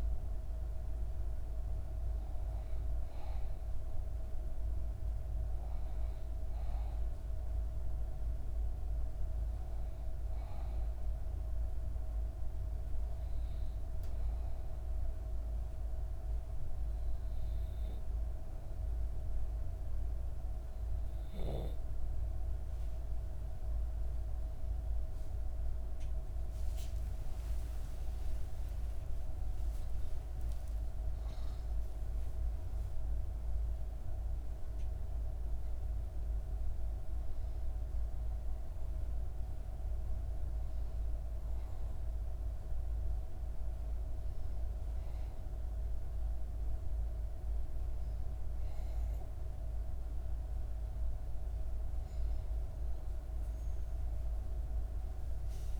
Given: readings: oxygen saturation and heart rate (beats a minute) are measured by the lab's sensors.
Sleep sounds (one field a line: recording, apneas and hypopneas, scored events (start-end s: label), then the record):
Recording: breathing in sleep, hard to hear, by a room microphone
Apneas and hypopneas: 1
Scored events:
0.00-7.00 s: oxygen desaturation (device-marked, oxygen 87% lowest, heart rate 60 extreme)
14.00-24.00 s: obstructive apnea (oxygen 98% before, 95% lowest, heart rate 65 before, 62 extreme, up 10 after)
25.00-30.50 s: arousal
From the record:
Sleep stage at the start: REM sleep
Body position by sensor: on the back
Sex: female